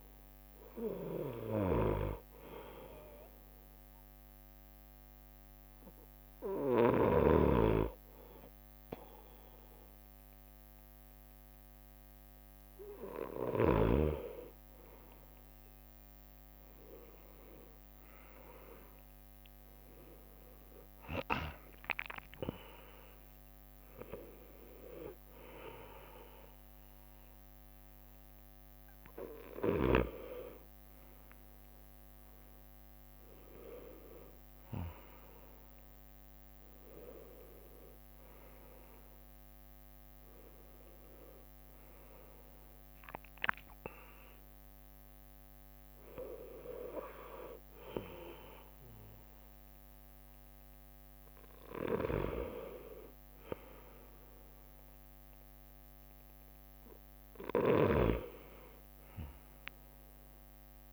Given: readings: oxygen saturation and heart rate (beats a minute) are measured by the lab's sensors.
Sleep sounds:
breathing in sleep by a microphone on the trachea; 2
0.00-2.50 s: leg movement (device-marked)
0.50-12.50 s: oxygen desaturation (device-marked, oxygen 96% before, 92% lowest, heart rate 66 before, 63 extreme)
3.50-13.50 s: hypopnea (oxygen 96% before, 92% lowest, heart rate 66 before, 63 extreme, up 7 after)
13.50-25.50 s: drop in pulse transit time (device-marked, heart rate 66 before, 63 extreme)
15.00-21.50 s: leg movement (device-marked)
16.00-20.00 s: arousal
23.00-27.00 s: leg movement (device-marked)
30.50-38.00 s: leg movement (device-marked)
35.00-39.00 s: arousal
36.50-45.50 s: drop in pulse transit time (device-marked, heart rate 70 before, 71 extreme)
38.50-44.50 s: leg movement (device-marked)
42.00-53.00 s: hypopnea (oxygen 97% before, 95% lowest, heart rate 71 before, 64 extreme, up 1 after)
56.00-59.50 s: arousal
58.50-60.93 s: leg movement (device-marked)
From the record:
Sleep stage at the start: N2 (light sleep); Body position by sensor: on the right side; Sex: male

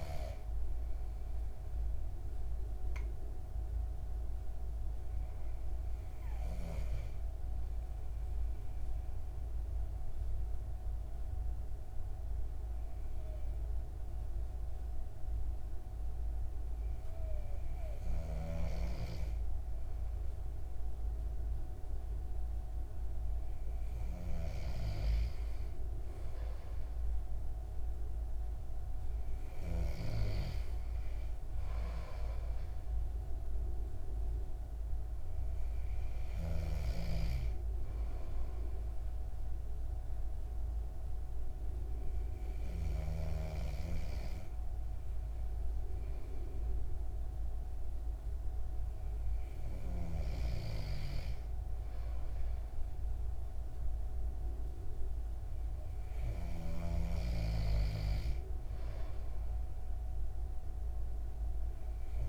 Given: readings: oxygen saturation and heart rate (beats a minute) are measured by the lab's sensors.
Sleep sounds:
breathing in sleep by a room microphone; 2
0.00-6.00 s: oxygen desaturation (device-marked, oxygen 92% lowest, heart rate 67 extreme)
2.00-24.00 s: hypopnea (oxygen 97% before, 93% lowest, heart rate 96 before, 67 extreme, up 4 after)
26.50-30.50 s: arousal
39.50-50.50 s: obstructive apnea (oxygen 97% before, 94% lowest, heart rate 70 before, 71 extreme, up 5 after)
From the record:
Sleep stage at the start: N2 (light sleep); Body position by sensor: on the back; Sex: male

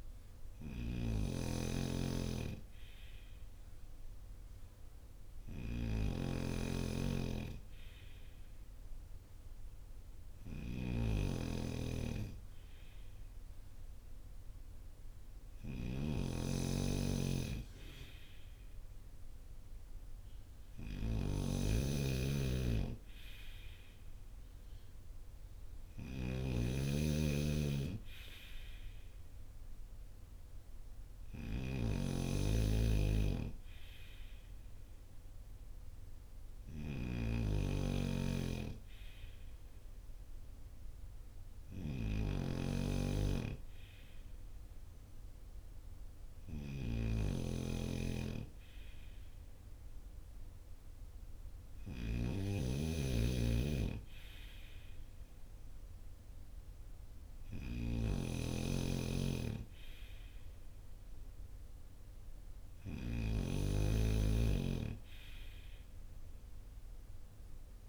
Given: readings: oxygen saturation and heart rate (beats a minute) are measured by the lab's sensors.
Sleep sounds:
breathing in sleep by a room microphone; none
0.00-67.89 s: snoring (device-marked)
From the record:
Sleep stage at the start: N2 (light sleep); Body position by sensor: on the front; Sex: male

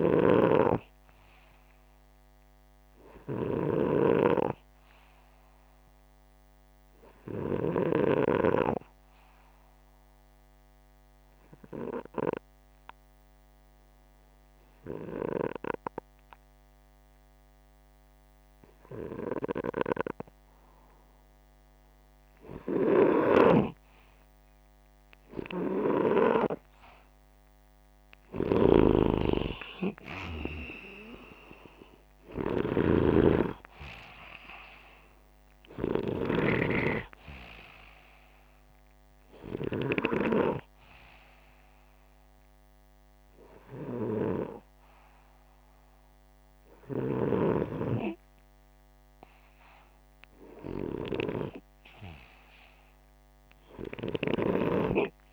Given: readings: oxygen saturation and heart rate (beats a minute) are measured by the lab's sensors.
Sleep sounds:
breathing in sleep by a microphone on the trachea; 1
0.00-7.50 s: snoring (device-marked)
1.50-5.50 s: arousal
3.50-14.50 s: oxygen desaturation (device-marked, oxygen 95% before, 92% lowest, heart rate 66 before, 62 extreme)
10.00-21.50 s: obstructive apnea (oxygen 95% before, 90% lowest, heart rate 66 before, 62 extreme, up 17 after)
24.00-27.00 s: arousal
28.00-36.50 s: snoring (device-marked)
53.50-55.33 s: oxygen desaturation (device-marked, oxygen 94% before, 90% lowest, heart rate 67 before, 61 extreme)
From the record:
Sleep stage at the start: N2 (light sleep); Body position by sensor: upright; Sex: male

